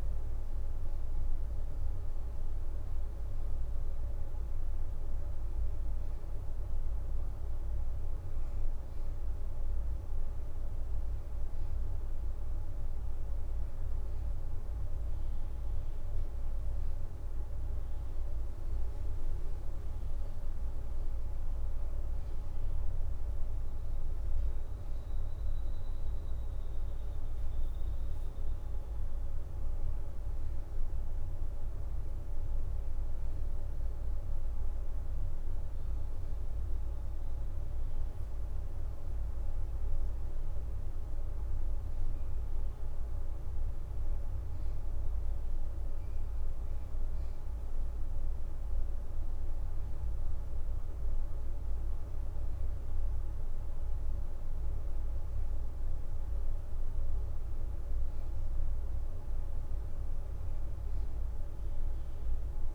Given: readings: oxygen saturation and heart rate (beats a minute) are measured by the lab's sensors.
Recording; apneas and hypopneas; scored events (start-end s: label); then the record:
breathing in sleep, hard to hear, by a room microphone; none
25.00-26.00 s: leg movement (device-marked)
28.00-30.50 s: leg movement (device-marked)
40.00-42.00 s: leg movement (device-marked)
42.00-46.00 s: leg movement (device-marked)
53.50-55.00 s: leg movement (device-marked)
56.00-57.00 s: leg movement (device-marked)
From the record:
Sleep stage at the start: N2 (light sleep); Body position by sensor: on the right side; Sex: female